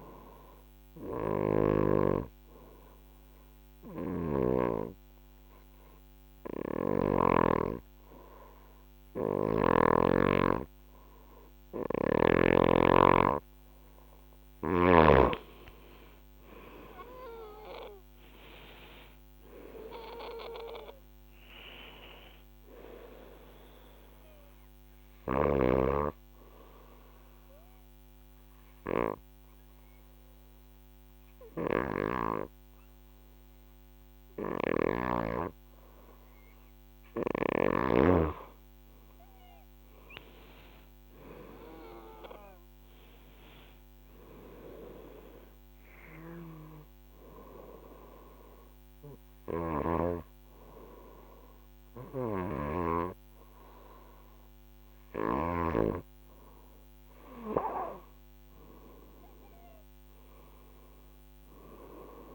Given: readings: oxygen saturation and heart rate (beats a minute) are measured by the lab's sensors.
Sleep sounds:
breathing in sleep by a microphone on the trachea; 3
0.00-4.00 s: snoring (device-marked)
1.00-12.50 s: obstructive apnea (oxygen 96% before, 91% lowest, heart rate 67 before, 62 extreme, up 3 after)
11.00-14.50 s: snoring (device-marked)
15.50-20.00 s: arousal
15.50-32.50 s: oxygen desaturation (device-marked, oxygen 96% before, 91% lowest, heart rate 68 before, 62 extreme)
26.00-36.50 s: obstructive apnea (oxygen 96% before, 91% lowest, heart rate 70 before, 62 extreme, up 9 after)
34.00-37.50 s: snoring (device-marked)
37.00-41.50 s: arousal
45.50-52.50 s: oxygen desaturation (device-marked, oxygen 96% before, 92% lowest, heart rate 65 before, 66 extreme)
46.50-56.50 s: hypopnea (oxygen 97% before, 92% lowest, heart rate 66 before, 65 extreme, up 4 after)
49.00-55.00 s: snoring (device-marked)
59.50-62.35 s: arousal
From the record:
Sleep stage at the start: N2 (light sleep); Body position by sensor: on the right side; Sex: female

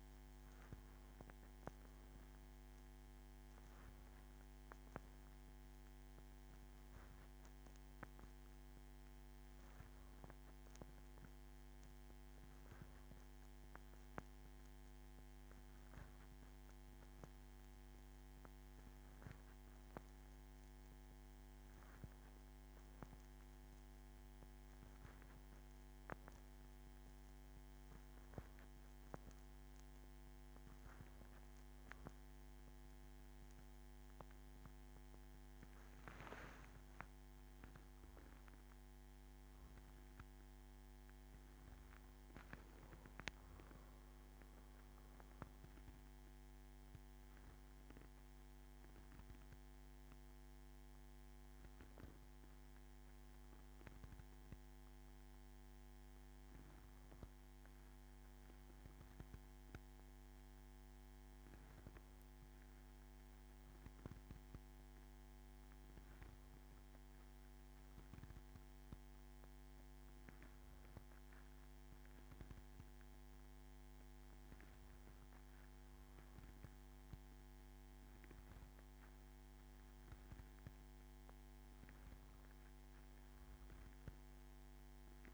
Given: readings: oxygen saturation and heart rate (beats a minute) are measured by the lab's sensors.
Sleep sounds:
breathing in sleep, hard to hear, by a microphone on the trachea; none
38.00-43.00 s: arousal
61.50-63.50 s: long interval between heartbeats (device-marked, heart rate 73 before, 69 extreme)
From the record:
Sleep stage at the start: N2 (light sleep); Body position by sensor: on the back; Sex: female

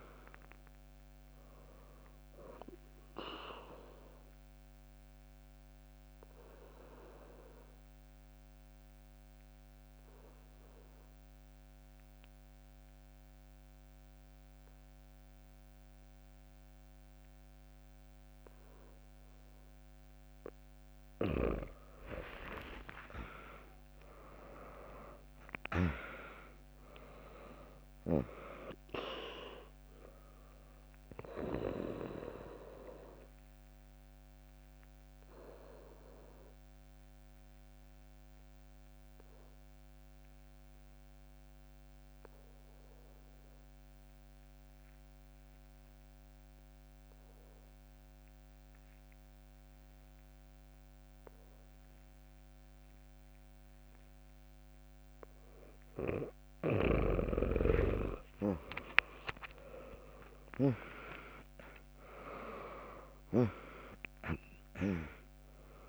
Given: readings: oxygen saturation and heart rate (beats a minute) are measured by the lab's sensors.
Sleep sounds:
breathing in sleep by a microphone on the trachea; 2
0.00-8.50 s: drop in pulse transit time (device-marked, heart rate 63 extreme)
3.00-19.00 s: obstructive apnea (oxygen 100% before, 96% lowest, heart rate 65 before, 60 extreme)
22.00-26.00 s: arousal
24.50-36.50 s: drop in pulse transit time (device-marked, heart rate 76 before, 62 extreme)
33.00-54.50 s: obstructive apnea (oxygen 100% before, 95% lowest, heart rate 73 before, 58 extreme, up 5 after)
47.50-50.50 s: bradycardia (device-marked, heart rate 74 before, 60 extreme)
57.50-62.50 s: arousal
60.50-65.89 s: oxygen desaturation (device-marked, oxygen 100% before, 95% lowest, heart rate 67 before, 60 extreme)
61.50-65.89 s: drop in pulse transit time (device-marked, heart rate 66 before, 63 extreme)
From the record:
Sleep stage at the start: N2 (light sleep); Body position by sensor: on the back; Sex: female

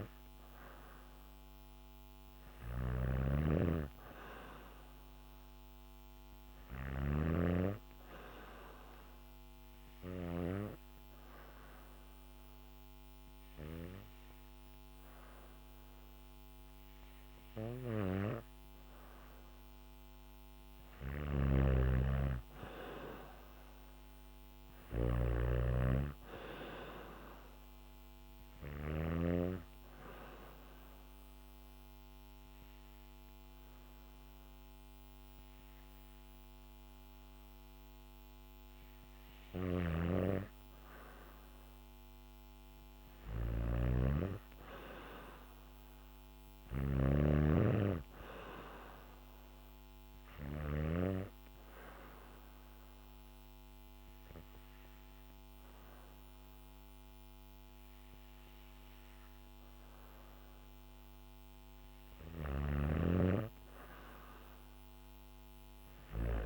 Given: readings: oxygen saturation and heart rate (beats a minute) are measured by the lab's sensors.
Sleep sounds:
breathing in sleep by a microphone on the trachea; 3
0.00-9.50 s: snoring (device-marked)
8.50-19.00 s: hypopnea (oxygen 96% before, 92% lowest, heart rate 66 before, 65 extreme)
20.00-28.50 s: snoring (device-marked)
20.50-24.50 s: arousal
29.50-40.50 s: hypopnea (oxygen 96% before, 92% lowest, heart rate 69 before, 65 extreme, up 5 after)
38.50-50.00 s: snoring (device-marked)
42.50-46.50 s: arousal
50.00-61.00 s: hypopnea (oxygen 96% before, 92% lowest, heart rate 68 before, 66 extreme, up 3 after)
From the record:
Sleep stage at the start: N2 (light sleep); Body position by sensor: on the back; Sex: female

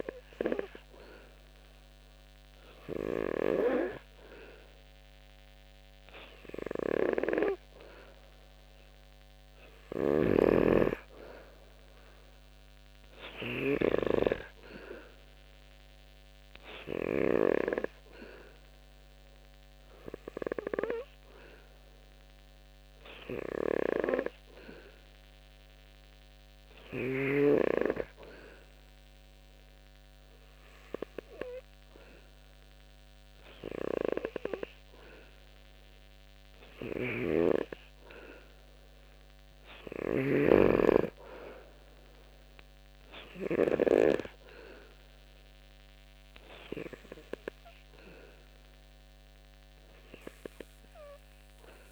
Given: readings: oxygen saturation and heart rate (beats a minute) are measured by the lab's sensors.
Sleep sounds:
breathing in sleep by a microphone on the trachea; none
36.50-40.00 s: snoring (device-marked)
From the record:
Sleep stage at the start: N2 (light sleep); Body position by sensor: on the back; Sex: male

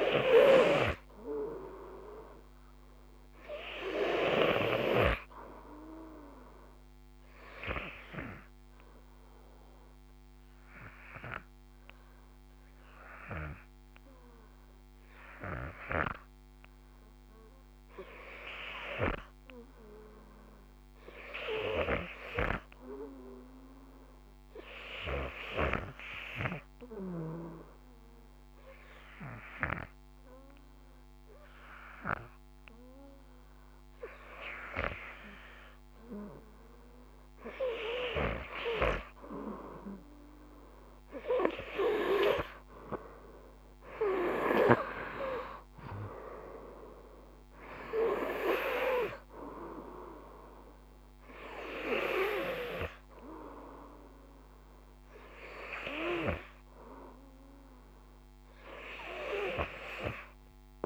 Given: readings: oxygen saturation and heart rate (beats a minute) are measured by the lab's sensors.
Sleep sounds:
breathing in sleep by a microphone on the trachea; 1
0.00-1.00 s: arousal
25.50-38.00 s: obstructive apnea (oxygen 96% before, 92% lowest, heart rate 52 before, 49 extreme, up 6 after)
40.50-45.00 s: arousal
From the record:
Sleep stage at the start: REM sleep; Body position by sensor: on the front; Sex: male

